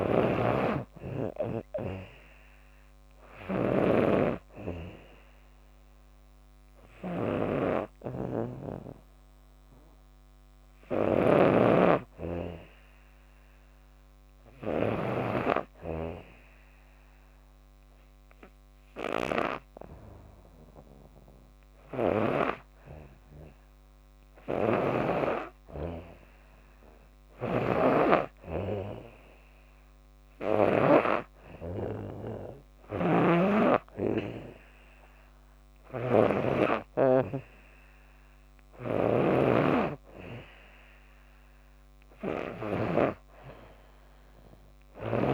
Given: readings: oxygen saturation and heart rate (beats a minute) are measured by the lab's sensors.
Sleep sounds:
breathing in sleep by a microphone on the trachea; 1
0.00-14.50 s: snoring (device-marked)
6.50-10.00 s: arousal
14.00-24.00 s: hypopnea (oxygen 98% before, 95% lowest, heart rate 80 before, 79 extreme, up 3 after)
24.00-30.50 s: snoring (device-marked)
25.50-28.00 s: arousal
32.50-36.00 s: snoring (device-marked)
38.00-42.50 s: snoring (device-marked)
From the record:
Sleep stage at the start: N2 (light sleep); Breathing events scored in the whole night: 163 in 5.4 hours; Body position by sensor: on the back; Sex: female

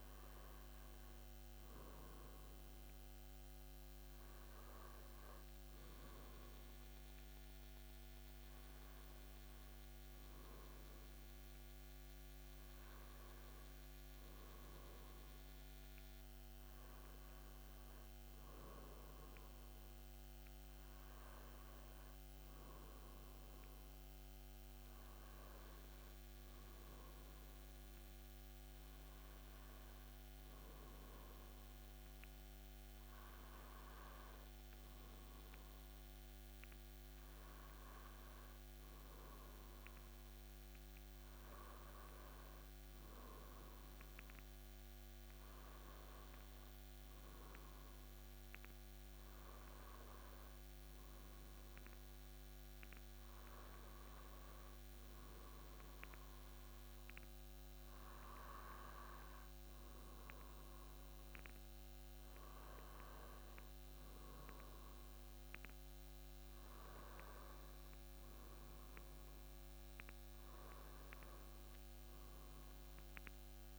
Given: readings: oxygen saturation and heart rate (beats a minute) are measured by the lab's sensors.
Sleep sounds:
breathing in sleep, hard to hear, by a microphone on the trachea; none
none scored
From the record:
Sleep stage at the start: N1 (lightest sleep); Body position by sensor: on the back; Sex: male

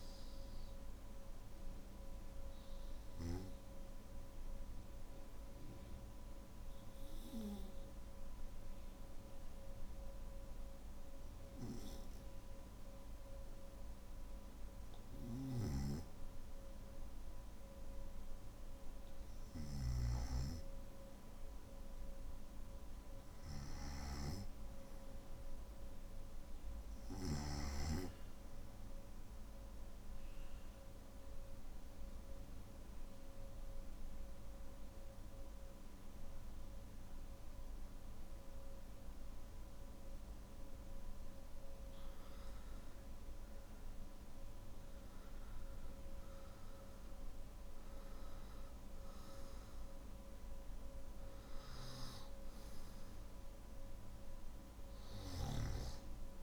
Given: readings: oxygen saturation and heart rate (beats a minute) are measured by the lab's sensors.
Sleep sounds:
breathing in sleep by a room microphone; 2
2.50-16.50 s: obstructive apnea (oxygen 96% before, 94% lowest, heart rate 52 before, 49 extreme, up 3 after)
24.50-36.50 s: oxygen desaturation (device-marked, oxygen 98% before, 95% lowest, heart rate 54 before, 48 extreme)
28.00-41.00 s: obstructive apnea (oxygen 98% before, 93% lowest, heart rate 55 before, 48 extreme, up 7 after)
From the record:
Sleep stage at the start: N1 (lightest sleep); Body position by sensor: on the back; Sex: male

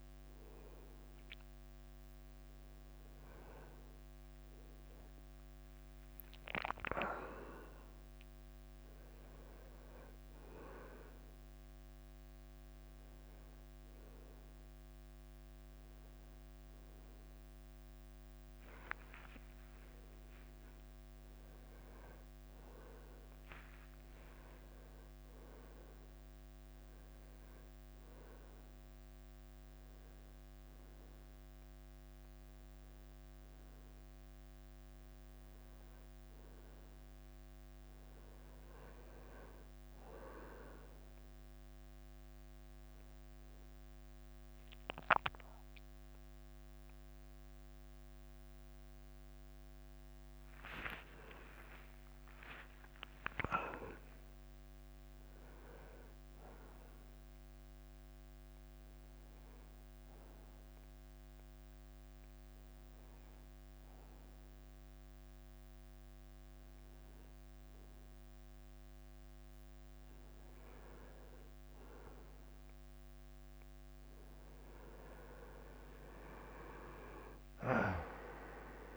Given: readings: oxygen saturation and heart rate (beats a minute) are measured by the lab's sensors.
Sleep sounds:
a person awake in a sleep study, by a microphone on the trachea; none
2.50-14.50 s: drop in pulse transit time (device-marked, heart rate 98 before, 95 extreme)
7.50-17.50 s: tachycardia (device-marked, heart rate 94 before, 103 extreme)
44.50-49.50 s: oxygen desaturation (device-marked, oxygen 99% before, 97% lowest, heart rate 97 before, 93 extreme)
From the record:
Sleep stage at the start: awake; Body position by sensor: on the right side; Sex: male

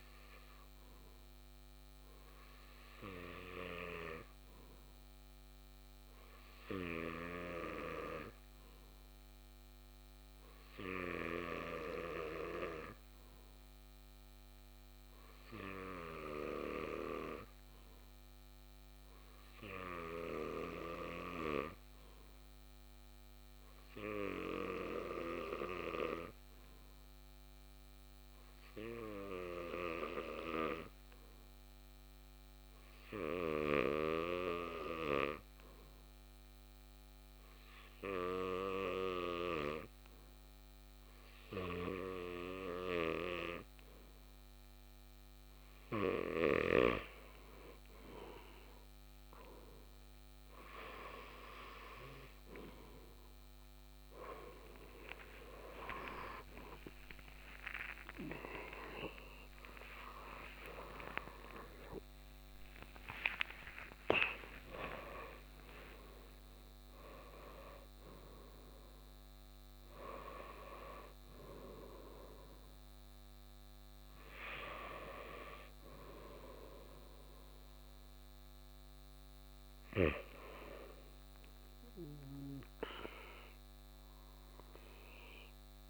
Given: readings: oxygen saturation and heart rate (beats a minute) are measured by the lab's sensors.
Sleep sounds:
breathing in sleep by a microphone on the trachea; 1
12.00-42.50 s: hypopnea (oxygen 97% before, 91% lowest, heart rate 53 before, 54 extreme, up 5 after)
29.00-61.00 s: oxygen desaturation (device-marked, oxygen 95% before, 91% lowest, heart rate 55 before, 49 extreme)
56.00-85.89 s: new sleep stage, N1 (lightest sleep)
56.50-64.00 s: arousal
57.00-60.00 s: tachycardia (device-marked, heart rate 56 before, 91 extreme)
61.00-66.00 s: tachycardia (device-marked, heart rate 57 before, 113 extreme)
From the record:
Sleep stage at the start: REM sleep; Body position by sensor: on the back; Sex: male

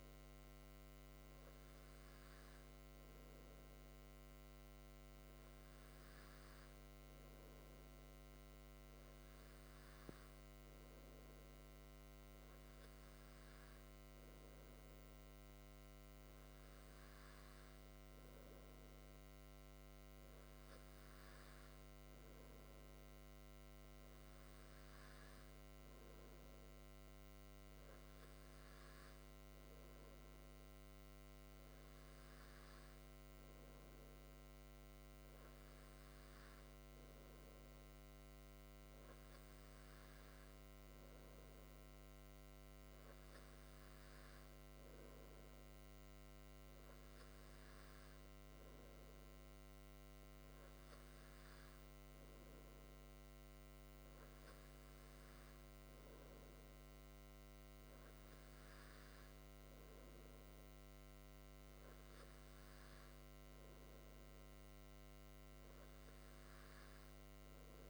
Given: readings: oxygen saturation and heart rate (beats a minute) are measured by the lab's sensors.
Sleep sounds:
breathing in sleep, hard to hear, by a microphone on the trachea; none
none scored
From the record:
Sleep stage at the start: N2 (light sleep); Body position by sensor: on the back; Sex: male

